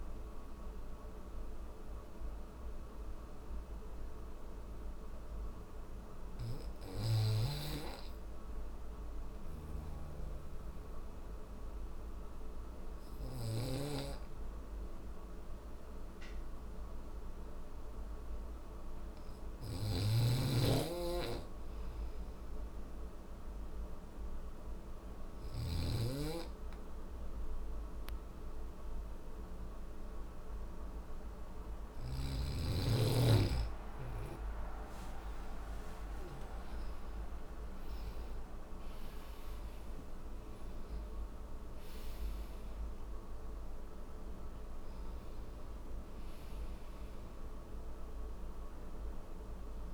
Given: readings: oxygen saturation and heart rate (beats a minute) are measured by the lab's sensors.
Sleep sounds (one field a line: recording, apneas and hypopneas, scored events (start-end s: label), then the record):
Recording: breathing in sleep by a room microphone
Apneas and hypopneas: none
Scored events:
18.50-24.50 s: snoring (device-marked)
37.50-48.50 s: oxygen desaturation (device-marked, oxygen 95% before, 92% lowest)
From the record:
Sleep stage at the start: N3 (deep sleep)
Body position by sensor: on the back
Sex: male